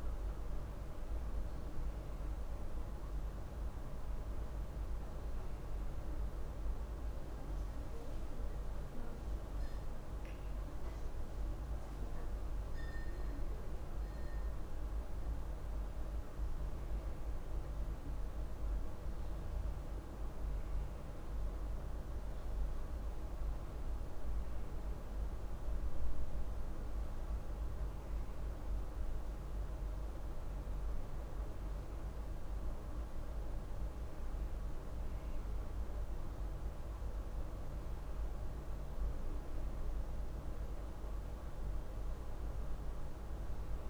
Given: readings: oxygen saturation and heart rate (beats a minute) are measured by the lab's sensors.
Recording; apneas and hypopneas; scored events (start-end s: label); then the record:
a person awake in a sleep study, hard to hear, by a room microphone; none
none scored
From the record:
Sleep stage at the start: awake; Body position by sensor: on the back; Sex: female